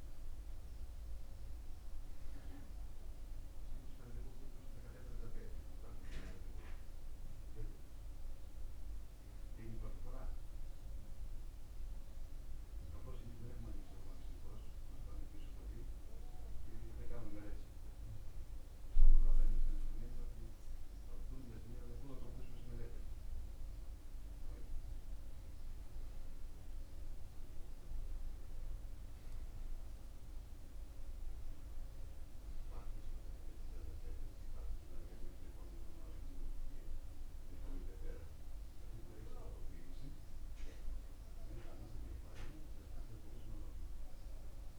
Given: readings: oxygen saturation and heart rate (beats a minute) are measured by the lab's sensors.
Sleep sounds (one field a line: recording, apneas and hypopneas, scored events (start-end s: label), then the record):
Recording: a person awake in a sleep study, by a room microphone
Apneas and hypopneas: none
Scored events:
none scored
From the record:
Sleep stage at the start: awake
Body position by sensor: on the back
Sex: male